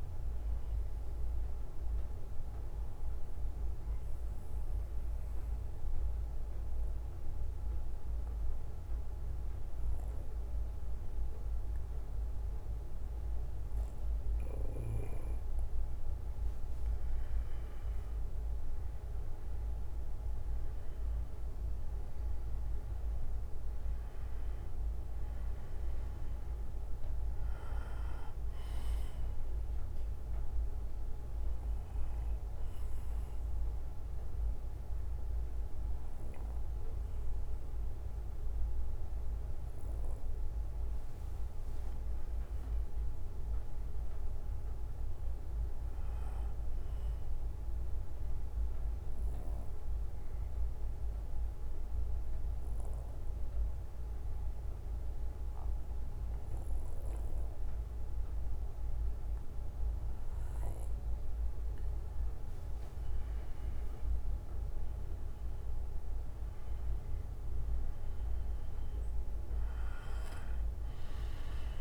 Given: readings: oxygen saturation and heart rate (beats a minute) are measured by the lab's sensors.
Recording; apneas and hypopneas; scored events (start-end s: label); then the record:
breathing in sleep, hard to hear, by a room microphone; 3
0.00-14.50 s: bradycardia (device-marked, heart rate 55 extreme)
1.50-16.00 s: obstructive apnea (oxygen 97% before, 91% lowest, heart rate 59 before, 50 extreme, up 14 after)
18.00-22.50 s: arousal
24.50-48.50 s: oxygen desaturation (device-marked, oxygen 97% before, 91% lowest, heart rate 59 before, 50 extreme)
26.50-39.50 s: bradycardia (device-marked, heart rate 60 before, 51 extreme)
32.50-42.50 s: obstructive apnea (oxygen 97% before, 91% lowest, heart rate 62 before, 50 extreme, up 19 after)
44.50-47.00 s: arousal
44.50-57.50 s: bradycardia (device-marked, heart rate 60 before, 55 extreme)
49.00-62.50 s: obstructive apnea (oxygen 96% before, 92% lowest, heart rate 58 before, 56 extreme, up 14 after)
66.00-69.00 s: arousal
67.50-71.81 s: oxygen desaturation (device-marked, oxygen 98% before, 92% lowest, heart rate 60 before, 48 extreme)
70.50-71.81 s: bradycardia (device-marked, heart rate 60 before, 62 extreme)
From the record:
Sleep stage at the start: N2 (light sleep); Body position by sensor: on the back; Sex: male